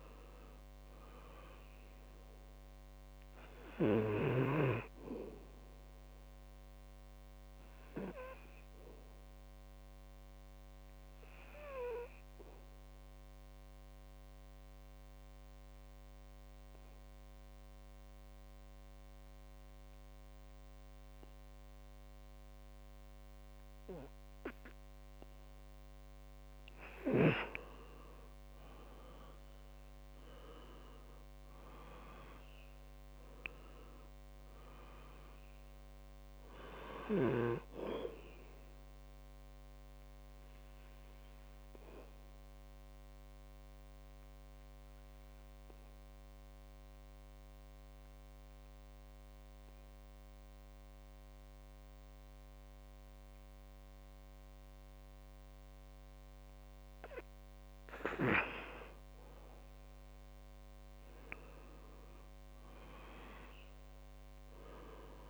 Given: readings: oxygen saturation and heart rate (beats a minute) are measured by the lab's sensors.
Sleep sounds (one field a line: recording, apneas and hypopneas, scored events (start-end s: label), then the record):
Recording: breathing in sleep by a microphone on the trachea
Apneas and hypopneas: 2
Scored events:
0.00-22.00 s: oxygen desaturation (device-marked, oxygen 91% lowest, heart rate 59 extreme)
9.50-26.00 s: obstructive apnea (oxygen 98% before, 91% lowest, heart rate 67 before, 59 extreme, up 6 after)
28.00-32.00 s: arousal
35.00-56.00 s: oxygen desaturation (device-marked, oxygen 98% before, 92% lowest, heart rate 65 before, 59 extreme)
40.00-57.00 s: obstructive apnea (oxygen 99% before, 92% lowest, heart rate 66 before, 59 extreme, up 6 after)
59.00-62.50 s: arousal
From the record:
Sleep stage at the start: N2 (light sleep)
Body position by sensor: on the back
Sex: male